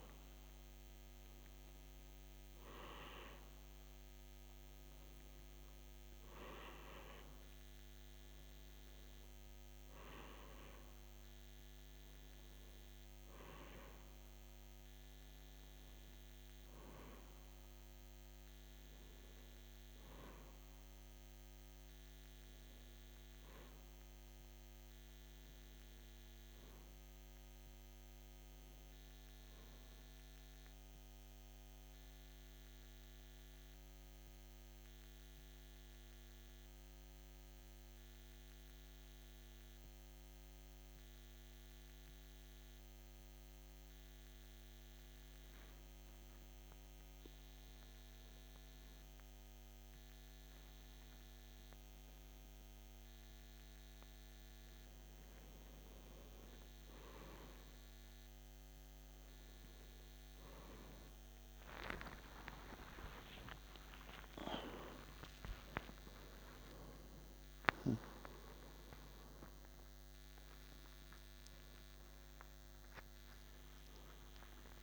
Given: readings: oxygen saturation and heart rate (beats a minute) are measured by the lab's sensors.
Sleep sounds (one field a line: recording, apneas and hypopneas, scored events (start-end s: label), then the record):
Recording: breathing in sleep by a microphone on the trachea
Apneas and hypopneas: 1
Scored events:
14.50-42.50 s: oxygen desaturation (device-marked, oxygen 92% before, 87% lowest, heart rate 58 before, 53 extreme)
30.50-53.00 s: obstructive apnea (oxygen 92% before, 87% lowest, heart rate 56 before, 53 extreme, up 28 after)
35.50-74.83 s: new sleep stage, N2 (light sleep)
57.00-62.50 s: arousal
68.50-74.83 s: tachycardia (device-marked, heart rate 61 before, 170 extreme)
From the record:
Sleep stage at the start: REM sleep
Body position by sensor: on the back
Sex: male